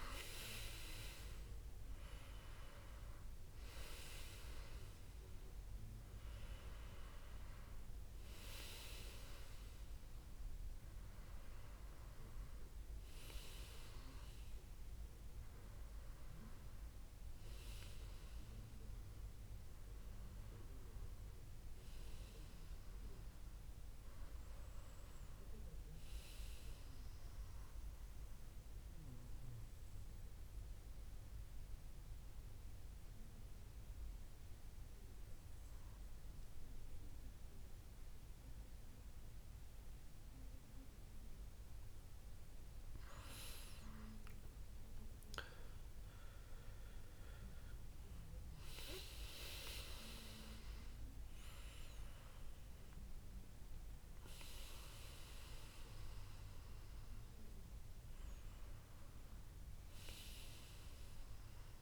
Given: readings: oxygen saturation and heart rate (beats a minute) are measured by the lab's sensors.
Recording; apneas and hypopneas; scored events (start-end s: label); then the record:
breathing in sleep by a room microphone; 1
0.00-1.00 s: arousal
0.00-13.00 s: oxygen desaturation (device-marked, oxygen 90% lowest, heart rate 71 extreme)
20.50-24.00 s: arousal
27.00-42.50 s: mixed apnea (oxygen 97% before, 94% lowest, heart rate 75 before, 71 extreme, up 9 after)
43.00-57.00 s: oxygen desaturation (device-marked, oxygen 97% before, 94% lowest, heart rate 73 before, 71 extreme)
46.00-50.50 s: arousal
From the record:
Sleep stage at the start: N2 (light sleep); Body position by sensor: on the back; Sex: male